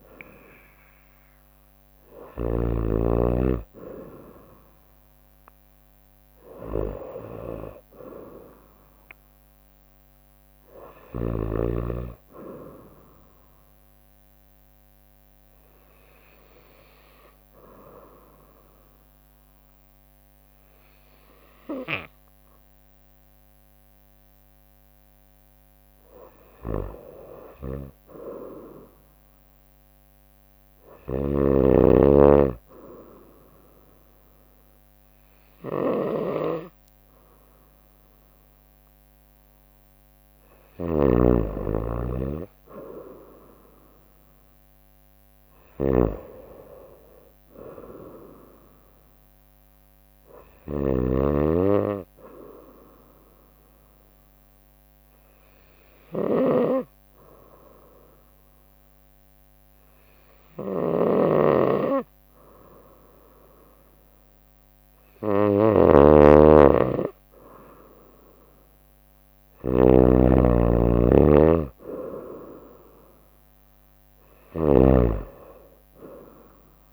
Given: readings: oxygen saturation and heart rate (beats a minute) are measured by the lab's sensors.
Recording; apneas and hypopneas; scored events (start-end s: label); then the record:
breathing in sleep by a microphone on the trachea; 2
0.00-11.50 s: drop in pulse transit time (device-marked, heart rate 65 extreme)
0.00-21.50 s: oxygen desaturation (device-marked, oxygen 92% lowest, heart rate 63 extreme)
14.50-26.00 s: obstructive apnea (oxygen 95% before, 92% lowest, heart rate 67 before, 63 extreme, up 2 after)
28.00-31.50 s: arousal
31.00-76.93 s: snoring (device-marked)
46.00-49.50 s: arousal
52.50-67.50 s: hypopnea (oxygen 96% before, 93% lowest, heart rate 65 before, 62 extreme, up 3 after)
70.00-73.00 s: arousal
From the record:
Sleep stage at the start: N2 (light sleep); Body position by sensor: on the right side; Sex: female